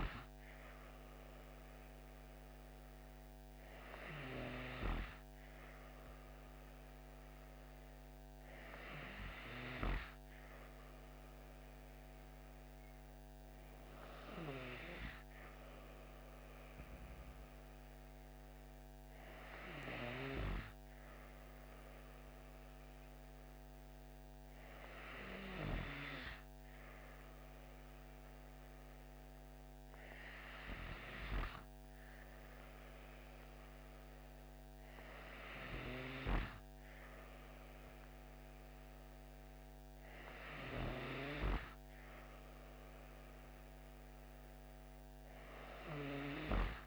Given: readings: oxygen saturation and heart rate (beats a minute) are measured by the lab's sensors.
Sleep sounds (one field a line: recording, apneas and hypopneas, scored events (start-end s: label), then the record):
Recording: breathing in sleep by a microphone on the trachea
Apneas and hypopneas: none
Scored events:
12.00-46.87 s: new sleep stage, N2 (light sleep)
From the record:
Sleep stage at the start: N3 (deep sleep)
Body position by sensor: on the back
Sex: female